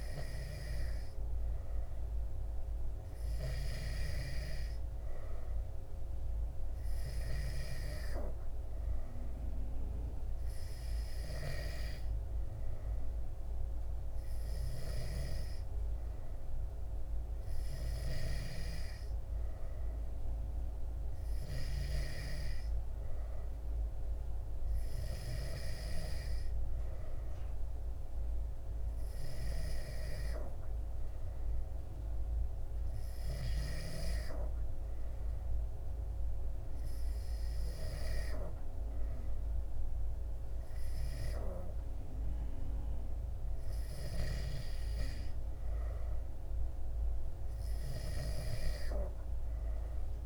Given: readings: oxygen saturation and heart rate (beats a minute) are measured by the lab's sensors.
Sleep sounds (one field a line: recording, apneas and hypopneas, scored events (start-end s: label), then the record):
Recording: breathing in sleep by a room microphone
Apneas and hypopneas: none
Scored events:
none scored
From the record:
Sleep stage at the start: N2 (light sleep)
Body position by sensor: on the back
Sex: male